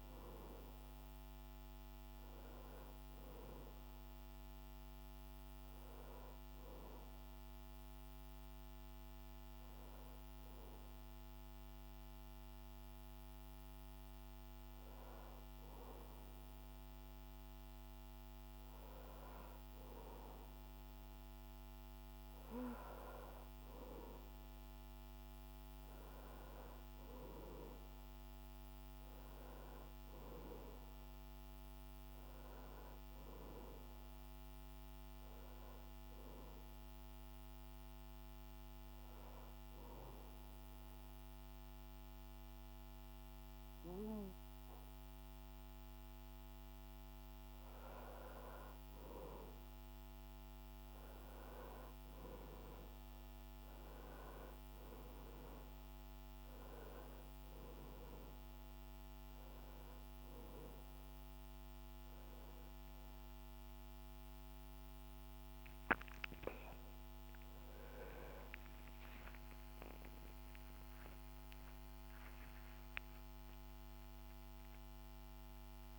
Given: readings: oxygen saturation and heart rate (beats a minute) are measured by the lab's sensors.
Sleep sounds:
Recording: breathing in sleep by a microphone on the trachea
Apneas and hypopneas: 1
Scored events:
35.00-46.50 s: hypopnea (oxygen 97% before, 93% lowest, heart rate 76 before, 72 extreme, up 6 after)
55.00-70.00 s: oxygen desaturation (device-marked, oxygen 96% before, 93% lowest, heart rate 75 before, 77 extreme)
72.00-75.99 s: new sleep stage, awake
From the record:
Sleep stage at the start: N1 (lightest sleep)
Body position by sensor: on the back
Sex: male

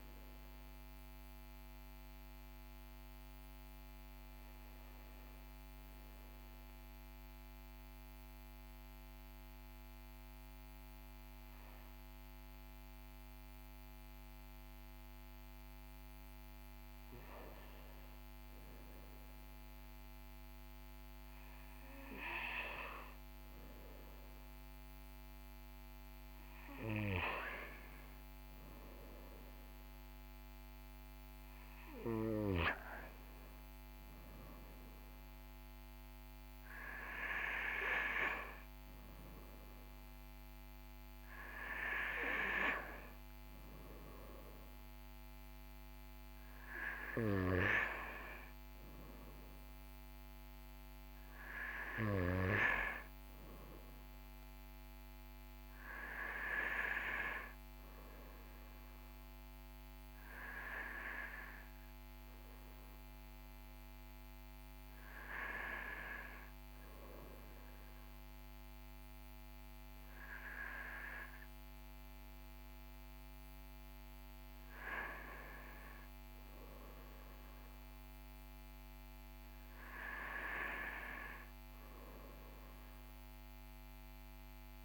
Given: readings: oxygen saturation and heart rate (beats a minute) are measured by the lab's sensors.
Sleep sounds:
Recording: breathing in sleep by a microphone on the trachea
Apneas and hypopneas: 1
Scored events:
9.00-20.50 s: hypopnea (oxygen 99% before, 96% lowest, heart rate 42 before, 41 extreme, up 0 after)
20.00-84.85 s: new sleep stage, N2 (light sleep)
22.50-27.50 s: arousal
From the record:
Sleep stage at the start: N1 (lightest sleep)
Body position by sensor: on the back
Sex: male

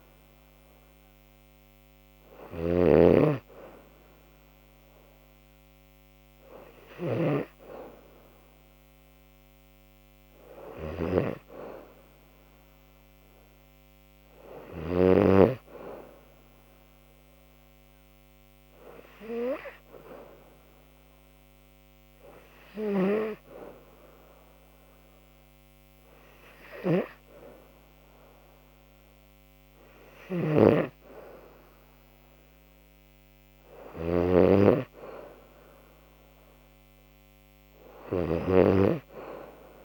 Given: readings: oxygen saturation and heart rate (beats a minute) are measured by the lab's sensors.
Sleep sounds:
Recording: breathing in sleep by a microphone on the trachea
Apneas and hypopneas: none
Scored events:
0.00-2.50 s: snoring (device-marked)
From the record:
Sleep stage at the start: N2 (light sleep)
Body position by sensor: on the back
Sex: female

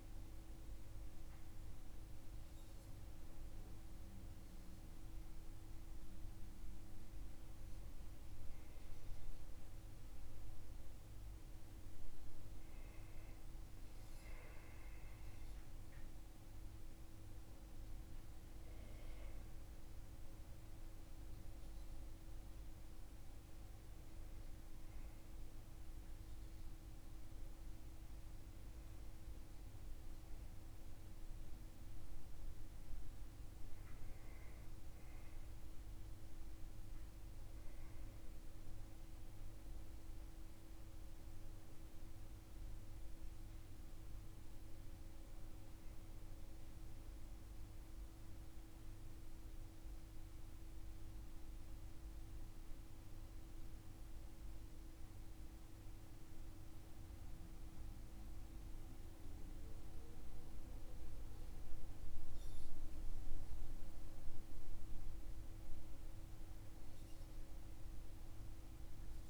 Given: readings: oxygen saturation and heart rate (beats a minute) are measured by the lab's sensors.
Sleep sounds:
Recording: breathing in sleep, hard to hear, by a room microphone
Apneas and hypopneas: none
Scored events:
none scored
From the record:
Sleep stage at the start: N1 (lightest sleep)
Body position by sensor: on the back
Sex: male

